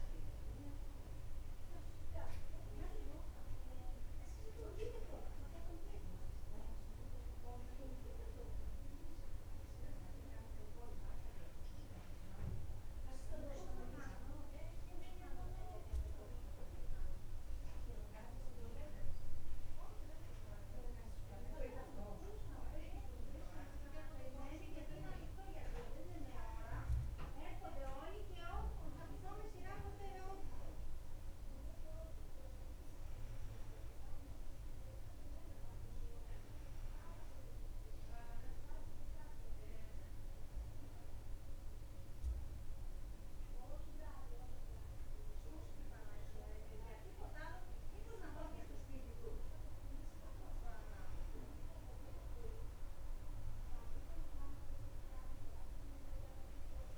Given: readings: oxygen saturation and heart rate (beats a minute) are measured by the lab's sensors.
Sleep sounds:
a person partly awake in a sleep study, by a room microphone; none
3.50-56.98 s: new sleep stage, N1 (lightest sleep)
From the record:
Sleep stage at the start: awake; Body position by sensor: on the back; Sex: female

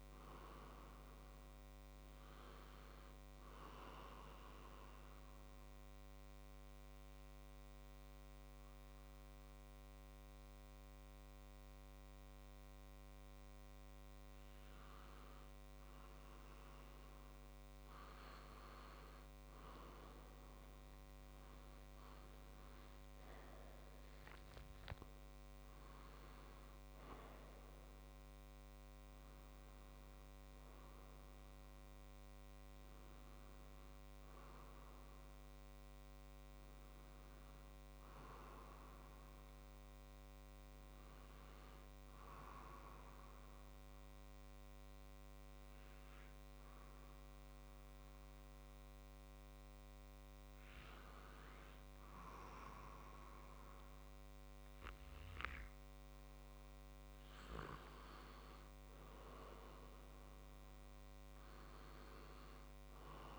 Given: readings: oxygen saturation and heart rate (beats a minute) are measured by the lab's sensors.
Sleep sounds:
breathing in sleep by a microphone on the trachea; 2
4.00-18.50 s: obstructive apnea (oxygen 97% before, 94% lowest, heart rate 63 before, 57 extreme, up 10 after)
20.00-33.00 s: oxygen desaturation (device-marked, oxygen 97% before, 94% lowest, heart rate 58 before, 57 extreme)
21.00-25.50 s: arousal
40.00-56.00 s: obstructive apnea (oxygen 97% before, 93% lowest, heart rate 62 before, 59 extreme, up 4 after)
58.00-61.00 s: arousal
From the record:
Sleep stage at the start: N2 (light sleep); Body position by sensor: on the back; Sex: male

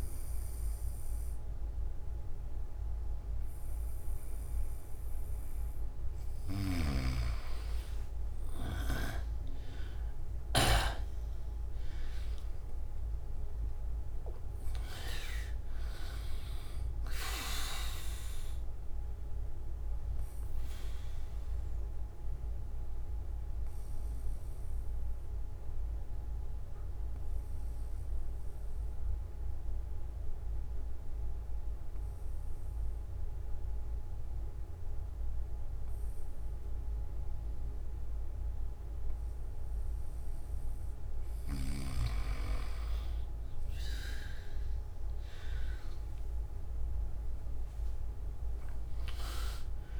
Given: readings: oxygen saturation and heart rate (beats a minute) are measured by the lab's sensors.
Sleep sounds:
breathing in sleep by a room microphone; 1
6.00-10.50 s: snoring (device-marked)
15.50-36.50 s: oxygen desaturation (device-marked, oxygen 99% before, 94% lowest)
19.00-39.50 s: obstructive apnea (oxygen 99% before, 93% lowest)
48.50-50.00 s: oxygen desaturation (device-marked, oxygen 99% before, 95% lowest)
From the record:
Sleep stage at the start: N1 (lightest sleep); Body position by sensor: on the back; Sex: male

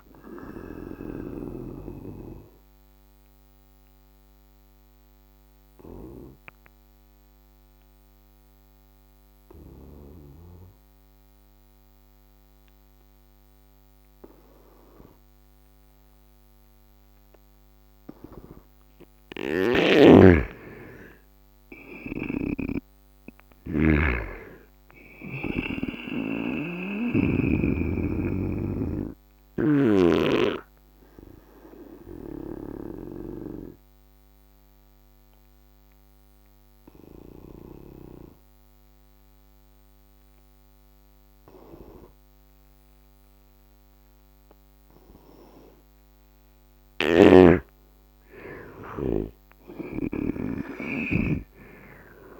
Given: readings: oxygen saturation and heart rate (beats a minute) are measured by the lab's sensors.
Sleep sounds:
breathing in sleep by a microphone on the trachea; 2
0.00-15.00 s: oxygen desaturation (device-marked, oxygen 80% lowest, heart rate 71 extreme)
2.00-18.00 s: obstructive apnea (oxygen 100% before, 80% lowest, heart rate 77 before, 71 extreme, up 6 after)
19.00-25.50 s: snoring (device-marked)
20.00-24.50 s: arousal
27.00-45.00 s: oxygen desaturation (device-marked, oxygen 100% before, 84% lowest, heart rate 74 before, 72 extreme)
30.50-45.50 s: obstructive apnea (oxygen 100% before, 83% lowest, heart rate 75 before, 73 extreme, up 10 after)
46.50-52.39 s: snoring (device-marked)
47.00-51.00 s: arousal
50.00-52.39 s: oxygen desaturation (device-marked, oxygen 99% before, 83% lowest, heart rate 74 before, 73 extreme)
From the record:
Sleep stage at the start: N2 (light sleep); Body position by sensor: on the right side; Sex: male

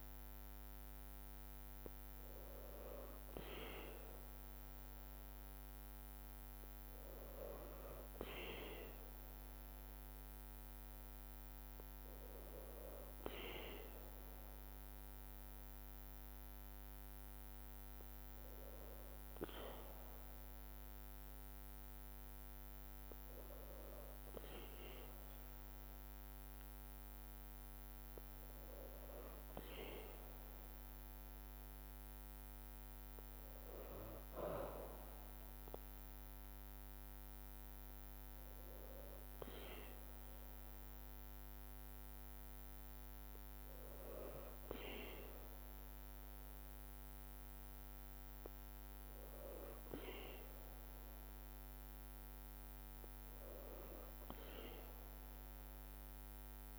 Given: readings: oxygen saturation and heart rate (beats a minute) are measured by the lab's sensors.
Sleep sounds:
breathing in sleep by a microphone on the trachea; none
18.50-29.50 s: drop in pulse transit time (device-marked, heart rate 52 before, 43 extreme)
23.50-25.50 s: long interval between heartbeats (device-marked, heart rate 52 before, 53 extreme)
From the record:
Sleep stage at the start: N2 (light sleep); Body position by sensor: on the back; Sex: female

